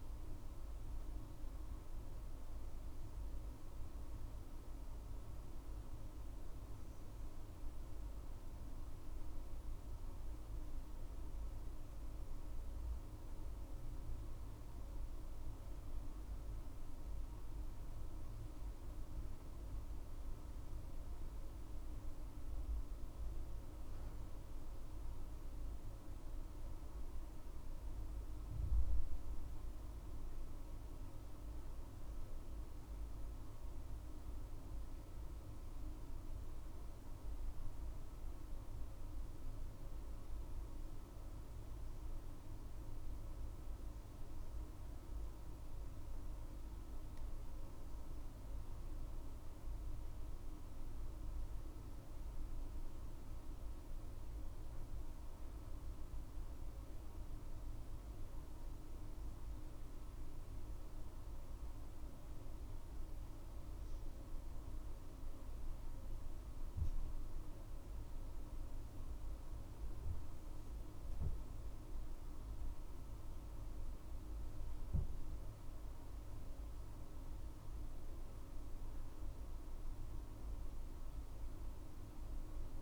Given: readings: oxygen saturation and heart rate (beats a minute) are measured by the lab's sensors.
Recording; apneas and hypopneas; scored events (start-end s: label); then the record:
breathing in sleep, hard to hear, by a room microphone; none
67.00-72.00 s: arousal
From the record:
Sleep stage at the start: N2 (light sleep); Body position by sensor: on the back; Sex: female